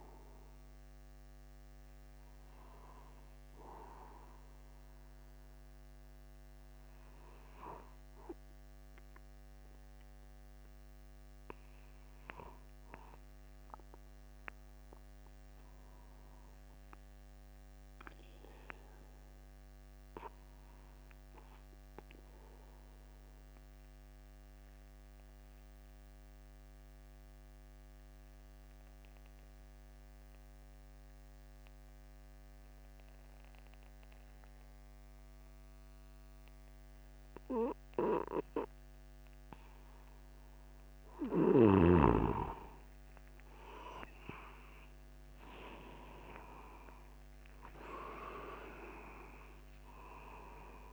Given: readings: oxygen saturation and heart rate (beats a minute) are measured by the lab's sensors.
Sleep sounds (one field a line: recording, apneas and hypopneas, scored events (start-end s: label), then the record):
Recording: breathing in sleep by a microphone on the trachea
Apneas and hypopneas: 1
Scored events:
18.00-48.00 s: new sleep stage, N2 (light sleep)
23.00-41.50 s: obstructive apnea (oxygen 98% before, 93% lowest, heart rate 50 before, 50 extreme, up 9 after)
47.00-49.00 s: long interval between heartbeats (device-marked, heart rate 50 before, 59 extreme)
48.00-50.93 s: new sleep stage, awake
From the record:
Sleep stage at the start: N1 (lightest sleep)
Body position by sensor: upright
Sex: male